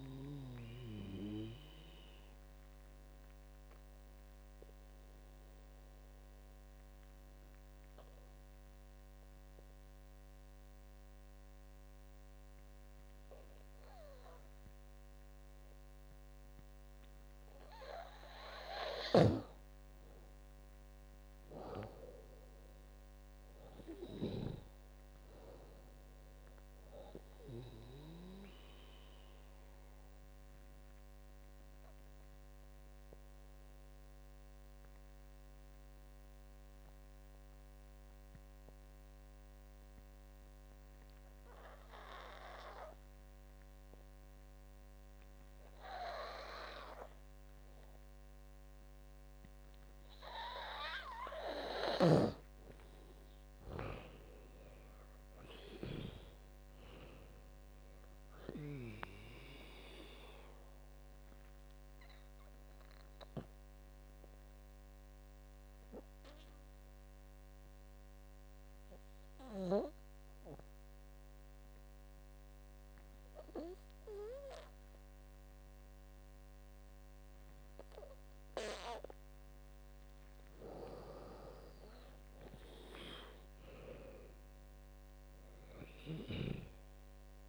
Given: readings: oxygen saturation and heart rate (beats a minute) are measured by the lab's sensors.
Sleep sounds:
breathing in sleep by a microphone on the trachea; 3
0.00-5.50 s: drop in pulse transit time (device-marked, heart rate 76 extreme)
0.00-14.50 s: oxygen desaturation (device-marked, oxygen 92% lowest, heart rate 68 extreme)
1.00-18.00 s: obstructive apnea (oxygen 98% before, 89% lowest, heart rate 76 before, 68 extreme, up 19 after)
19.00-24.50 s: snoring (device-marked)
19.50-22.50 s: arousal
20.50-32.50 s: drop in pulse transit time (device-marked, heart rate 74 before, 74 extreme)
21.50-40.50 s: oxygen desaturation (device-marked, oxygen 98% before, 91% lowest, heart rate 74 before, 68 extreme)
29.00-50.00 s: obstructive apnea (oxygen 98% before, 89% lowest, heart rate 78 before, 68 extreme, up 16 after)
51.50-56.00 s: snoring (device-marked)
52.00-55.00 s: arousal
54.50-67.50 s: drop in pulse transit time (device-marked, heart rate 75 before, 80 extreme)
54.50-77.50 s: oxygen desaturation (device-marked, oxygen 98% before, 89% lowest, heart rate 75 before, 66 extreme)
60.00-79.00 s: obstructive apnea (oxygen 98% before, 89% lowest, heart rate 79 before, 66 extreme, up 12 after)
79.50-87.49 s: oxygen desaturation (device-marked, oxygen 98% before, 91% lowest, heart rate 80 before, 66 extreme)
80.50-83.50 s: arousal
82.50-87.49 s: drop in pulse transit time (device-marked, heart rate 80 before, 75 extreme)
From the record:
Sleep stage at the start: N2 (light sleep); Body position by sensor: on the back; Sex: female

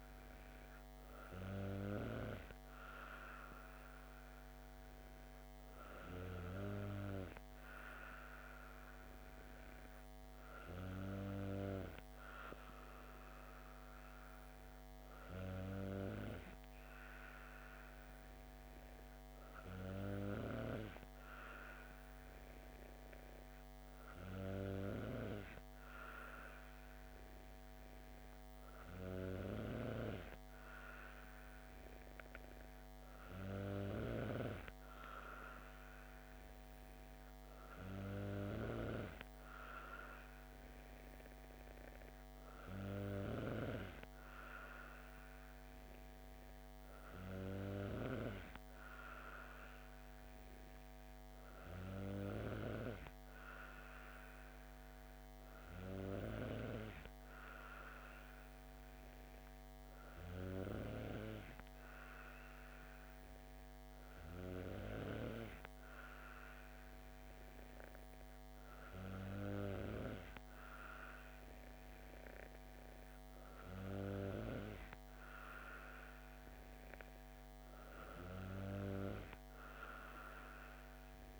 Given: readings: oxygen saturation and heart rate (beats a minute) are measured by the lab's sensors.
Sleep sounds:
breathing in sleep by a microphone on the trachea; none
43.00-48.00 s: snoring (device-marked)
From the record:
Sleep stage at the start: N2 (light sleep); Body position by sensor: on the back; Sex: female

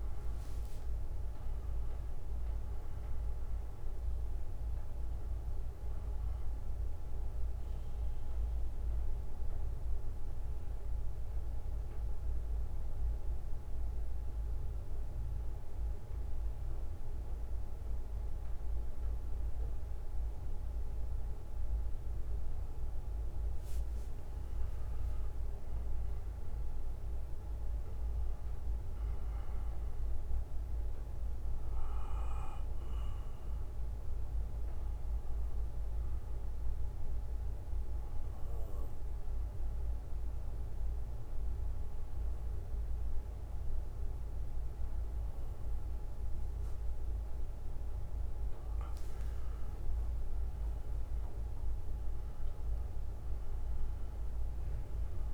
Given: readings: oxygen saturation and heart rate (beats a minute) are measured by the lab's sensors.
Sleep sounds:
breathing in sleep, hard to hear, by a room microphone; 2
4.50-23.50 s: bradycardia (device-marked, heart rate 61 before, 49 extreme)
10.50-24.00 s: central apnea (oxygen 97% before, 93% lowest, heart rate 66 before, 49 extreme, up 19 after)
26.00-29.50 s: arousal
27.50-30.50 s: bradycardia (device-marked, heart rate 61 before, 59 extreme)
35.00-49.50 s: obstructive apnea (oxygen 97% before, 92% lowest, heart rate 57 before, 50 extreme, up 15 after)
35.50-48.50 s: bradycardia (device-marked, heart rate 61 before, 49 extreme)
52.00-55.34 s: arousal
From the record:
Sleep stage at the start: N2 (light sleep); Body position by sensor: on the back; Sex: male

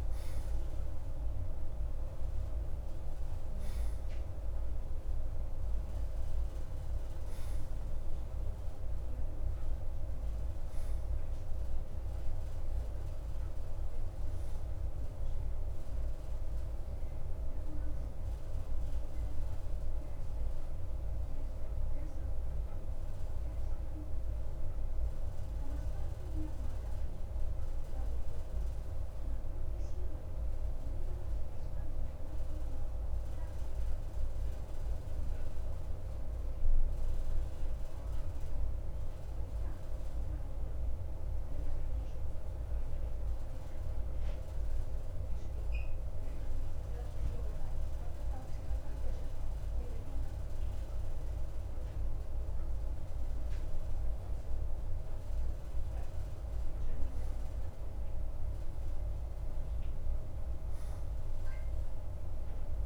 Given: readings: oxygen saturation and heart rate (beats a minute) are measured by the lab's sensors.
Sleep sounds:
breathing in sleep, hard to hear, by a room microphone; 1
28.00-55.00 s: mixed apnea (oxygen 95% before, 92% lowest, heart rate 55 before, 49 extreme, up 3 after)
58.00-62.50 s: arousal
From the record:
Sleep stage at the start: N2 (light sleep); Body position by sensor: on the right side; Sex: male

